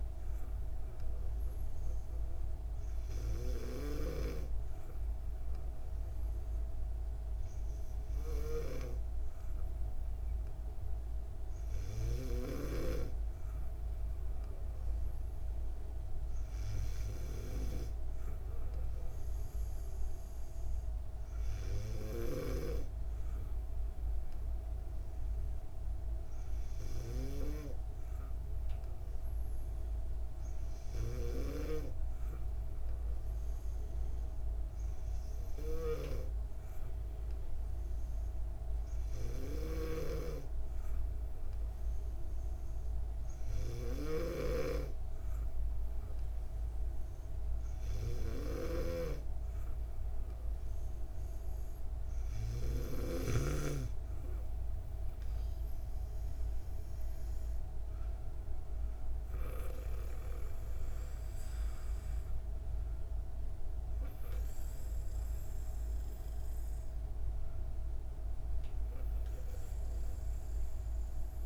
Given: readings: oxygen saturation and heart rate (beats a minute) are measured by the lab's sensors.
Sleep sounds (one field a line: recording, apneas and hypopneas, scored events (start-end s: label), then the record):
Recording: breathing in sleep by a room microphone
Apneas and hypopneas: none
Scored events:
none scored
From the record:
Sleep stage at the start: N2 (light sleep)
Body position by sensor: on the back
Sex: female